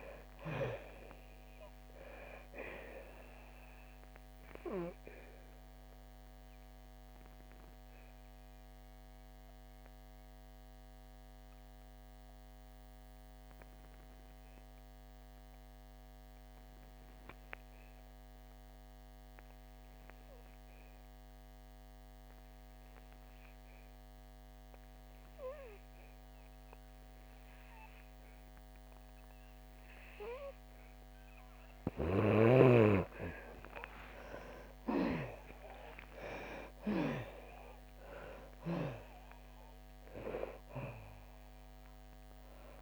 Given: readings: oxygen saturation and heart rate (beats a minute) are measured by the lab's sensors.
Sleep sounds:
breathing in sleep by a microphone on the trachea; 1
0.00-23.50 s: oxygen desaturation (device-marked, oxygen 81% lowest, heart rate 55 extreme)
6.50-31.50 s: mixed apnea (oxygen 99% before, 81% lowest, heart rate 67 before, 55 extreme, up 26 after)
28.50-42.82 s: oxygen desaturation (device-marked, oxygen 99% before, 82% lowest, heart rate 60 before, 58 extreme)
35.00-39.50 s: arousal
From the record:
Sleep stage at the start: N2 (light sleep); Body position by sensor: on the back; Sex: female

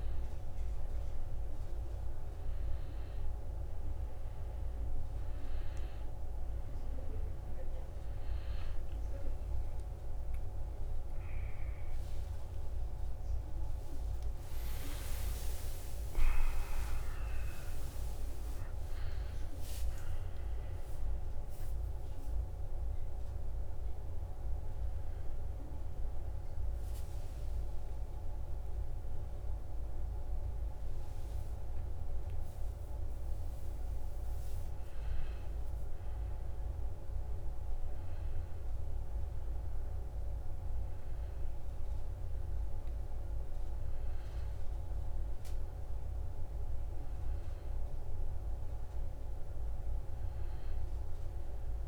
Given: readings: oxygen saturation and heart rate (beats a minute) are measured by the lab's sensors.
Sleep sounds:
a person awake in a sleep study, hard to hear, by a room microphone; none
0.00-25.00 s: oxygen desaturation (device-marked, oxygen 84% lowest, heart rate 67 extreme)
17.00-47.00 s: new sleep stage, awake
47.00-51.88 s: new sleep stage, N2 (light sleep)
From the record:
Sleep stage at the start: N2 (light sleep); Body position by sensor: on the back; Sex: male

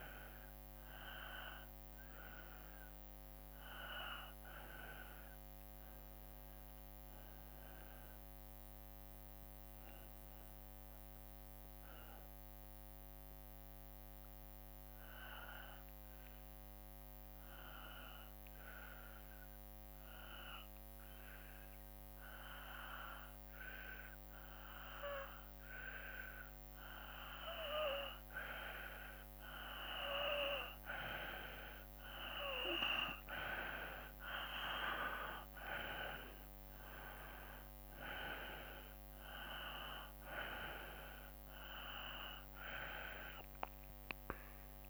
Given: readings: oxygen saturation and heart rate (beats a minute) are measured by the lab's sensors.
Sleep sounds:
breathing in sleep by a microphone on the trachea; 1
12.50-27.50 s: hypopnea (oxygen 96% before, 90% lowest, heart rate 55 before, 55 extreme, up 3 after)
28.50-44.89 s: oxygen desaturation (device-marked, oxygen 95% before, 90% lowest, heart rate 55 before, 53 extreme)
29.50-34.50 s: arousal
30.50-44.89 s: drop in pulse transit time (device-marked, heart rate 55 before, 56 extreme)
From the record:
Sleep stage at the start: N2 (light sleep); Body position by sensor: on the back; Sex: male

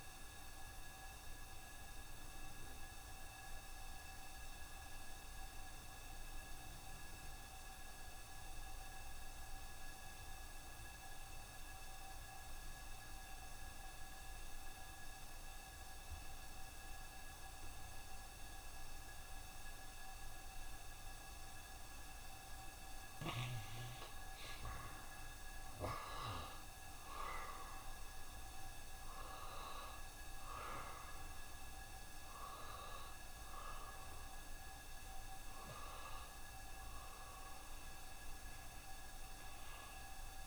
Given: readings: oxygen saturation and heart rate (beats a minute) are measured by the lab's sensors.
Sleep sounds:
breathing in sleep by a room microphone; 1
0.00-11.50 s: oxygen desaturation (device-marked, oxygen 88% lowest, heart rate 68 extreme)
0.50-22.50 s: obstructive apnea (oxygen 93% before, 82% lowest, heart rate 70 before, 67 extreme, up 3 after)
16.50-40.47 s: oxygen desaturation (device-marked, oxygen 91% before, 82% lowest, heart rate 69 before, 66 extreme)
25.50-31.50 s: arousal
From the record:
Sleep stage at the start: N2 (light sleep); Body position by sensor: on the right side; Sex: male

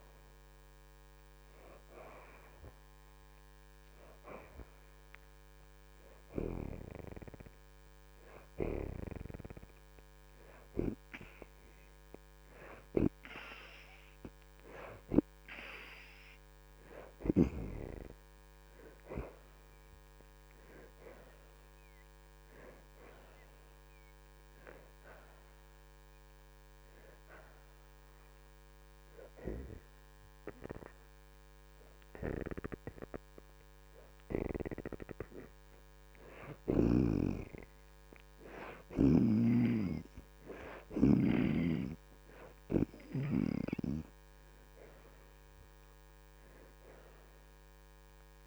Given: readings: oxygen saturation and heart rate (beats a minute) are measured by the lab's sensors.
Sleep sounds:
breathing in sleep by a microphone on the trachea; 1
0.00-21.00 s: oxygen desaturation (device-marked, oxygen 66% lowest)
20.00-23.50 s: arousal
27.50-37.50 s: hypopnea (oxygen 76% before, 66% lowest)
29.00-48.00 s: oxygen desaturation (device-marked, oxygen 76% before, 68% lowest)
46.50-48.47 s: arousal
From the record:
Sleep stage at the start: N2 (light sleep); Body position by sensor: on the back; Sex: female

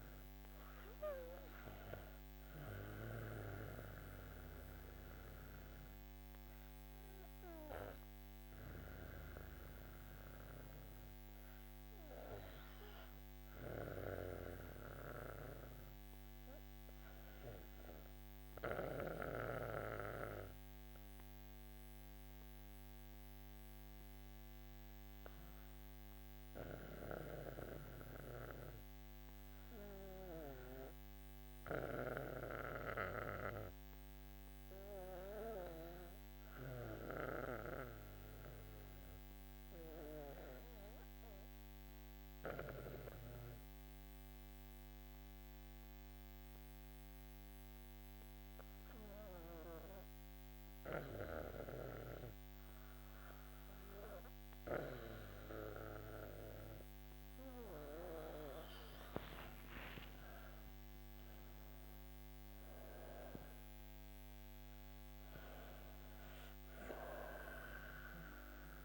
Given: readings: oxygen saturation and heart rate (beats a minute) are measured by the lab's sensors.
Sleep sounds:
breathing in sleep by a microphone on the trachea; 1
0.00-12.50 s: oxygen desaturation (device-marked, oxygen 88% lowest, heart rate 51 extreme)
2.00-56.00 s: obstructive apnea (oxygen 97% before, 86% lowest, heart rate 60 before, 51 extreme, up 18 after)
32.50-68.84 s: oxygen desaturation (device-marked, oxygen 98% before, 86% lowest, heart rate 56 before, 51 extreme)
58.50-63.50 s: arousal
From the record:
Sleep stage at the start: REM sleep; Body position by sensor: on the back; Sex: female

